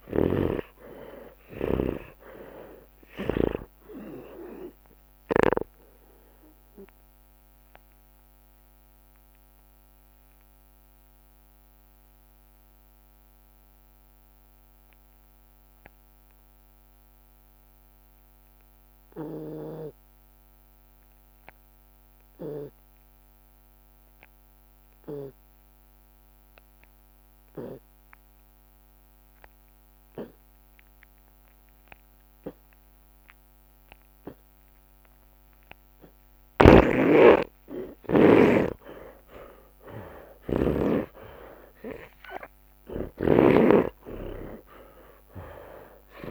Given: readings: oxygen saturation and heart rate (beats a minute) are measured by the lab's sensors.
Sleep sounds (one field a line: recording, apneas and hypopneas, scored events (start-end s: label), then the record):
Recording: breathing in sleep by a microphone on the trachea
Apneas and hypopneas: 1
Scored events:
0.00-3.50 s: snoring (device-marked)
7.00-33.50 s: obstructive apnea
20.00-26.00 s: tachycardia (device-marked, heart rate 42 before, 161 extreme)
36.00-43.50 s: snoring (device-marked)
37.00-42.50 s: arousal
From the record:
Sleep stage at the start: N2 (light sleep)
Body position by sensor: on the back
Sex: male